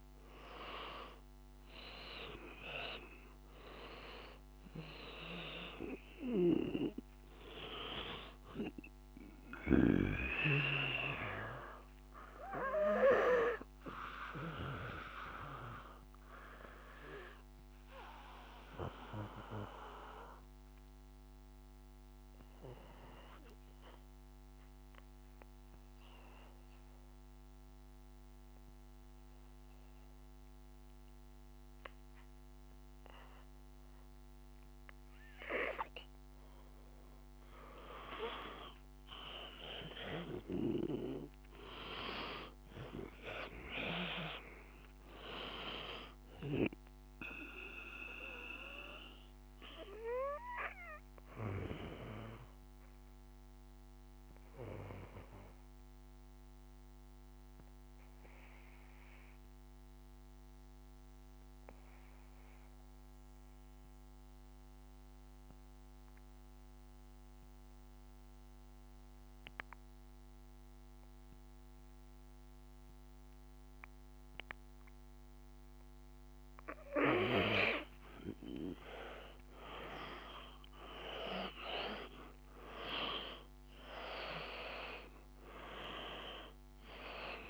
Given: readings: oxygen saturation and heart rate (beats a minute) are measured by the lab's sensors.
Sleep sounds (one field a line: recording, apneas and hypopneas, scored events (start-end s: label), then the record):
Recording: breathing in sleep by a microphone on the trachea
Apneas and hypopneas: 2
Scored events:
0.00-25.00 s: oxygen desaturation (device-marked, oxygen 89% lowest, heart rate 52 extreme)
10.00-36.00 s: obstructive apnea (oxygen 98% before, 89% lowest, heart rate 54 before, 52 extreme, up 3 after)
39.00-42.50 s: arousal
46.50-74.50 s: obstructive apnea (oxygen 98% before, 89% lowest, heart rate 56 before, 48 extreme, up 5 after)
47.00-65.00 s: oxygen desaturation (device-marked, oxygen 97% before, 93% lowest, heart rate 56 before, 48 extreme)
78.50-83.00 s: arousal
79.00-87.50 s: oxygen desaturation (device-marked, oxygen 97% before, 89% lowest, heart rate 51 before, 50 extreme)
From the record:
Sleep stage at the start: N2 (light sleep)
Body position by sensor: on the back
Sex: male